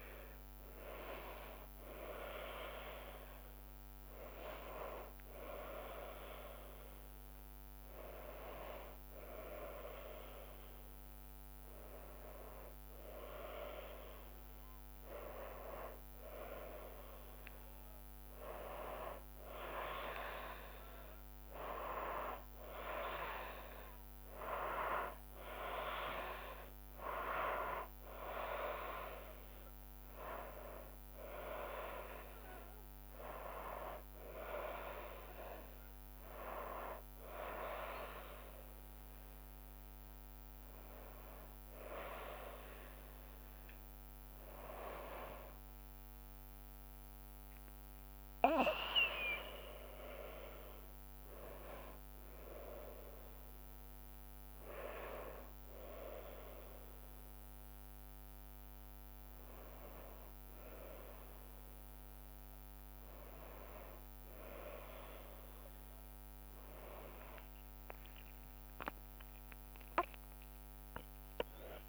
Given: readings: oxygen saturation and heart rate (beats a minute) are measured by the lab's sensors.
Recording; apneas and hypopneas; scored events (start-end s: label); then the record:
a person partly awake in a sleep study, by a microphone on the trachea; 1
0.00-5.50 s: tachycardia (device-marked, heart rate 120 extreme)
0.00-11.50 s: drop in pulse transit time (device-marked, heart rate 96 extreme)
9.50-71.89 s: new sleep stage, N2 (light sleep)
41.00-45.50 s: arousal
47.50-60.50 s: obstructive apnea (oxygen 97% before, 94% lowest, heart rate 82 before, 76 extreme, up 33 after)
63.00-67.00 s: arousal
64.50-70.50 s: tachycardia (device-marked, heart rate 81 before, 109 extreme)
From the record:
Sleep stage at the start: awake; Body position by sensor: on the back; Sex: female